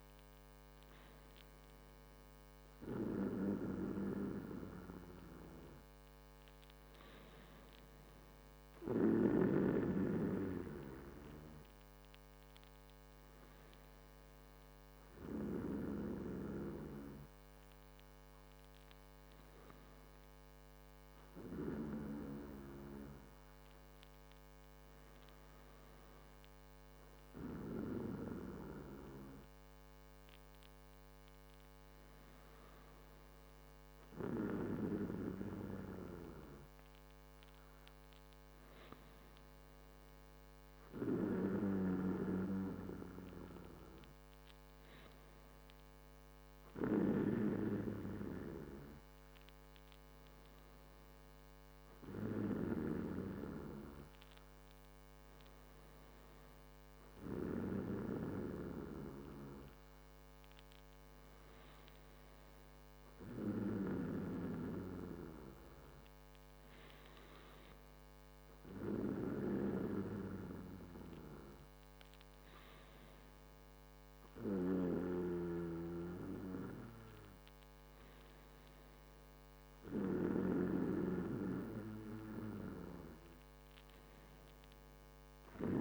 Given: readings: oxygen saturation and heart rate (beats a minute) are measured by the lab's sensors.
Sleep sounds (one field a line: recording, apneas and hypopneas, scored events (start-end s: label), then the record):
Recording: breathing in sleep by a microphone on the trachea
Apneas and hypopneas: none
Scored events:
none scored
From the record:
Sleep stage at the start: N2 (light sleep)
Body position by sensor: on the back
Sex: male